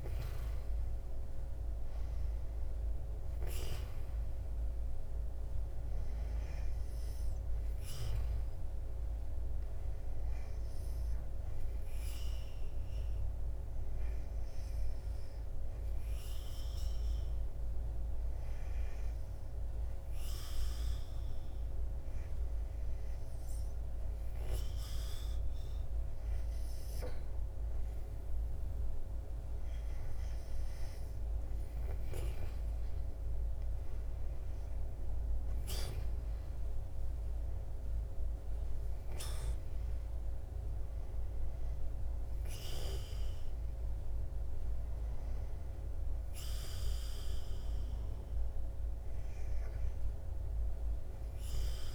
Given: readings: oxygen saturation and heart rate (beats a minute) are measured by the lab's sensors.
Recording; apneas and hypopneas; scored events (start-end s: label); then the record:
breathing in sleep, hard to hear, by a room microphone; 1
0.00-6.00 s: oxygen desaturation (device-marked, oxygen 89% lowest, heart rate 77 extreme)
13.00-29.00 s: hypopnea (oxygen 95% before, 91% lowest, heart rate 84 before, 78 extreme, up 5 after)
35.50-39.50 s: arousal
From the record:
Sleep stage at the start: N2 (light sleep); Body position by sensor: on the back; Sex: male